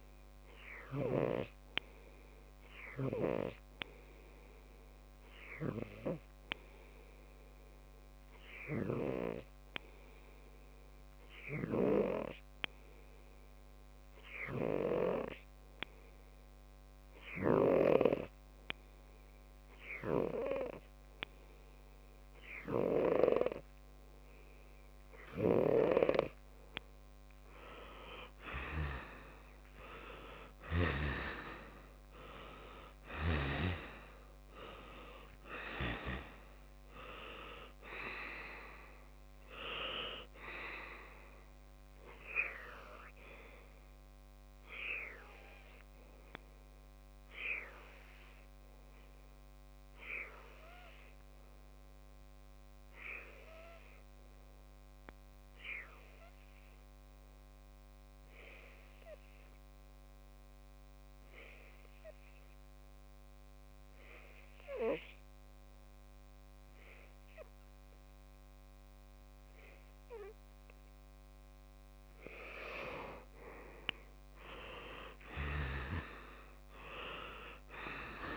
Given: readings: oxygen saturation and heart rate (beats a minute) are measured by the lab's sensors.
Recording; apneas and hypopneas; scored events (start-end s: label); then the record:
breathing in sleep by a microphone on the trachea; 2
4.00-25.00 s: obstructive apnea (oxygen 98% before, 95% lowest)
28.00-32.50 s: arousal
45.50-72.00 s: obstructive apnea (oxygen 98% before, 95% lowest)
75.00-78.37 s: oxygen desaturation (device-marked, oxygen 99% before, 96% lowest)
From the record:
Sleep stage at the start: N2 (light sleep); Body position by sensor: on the left side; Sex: male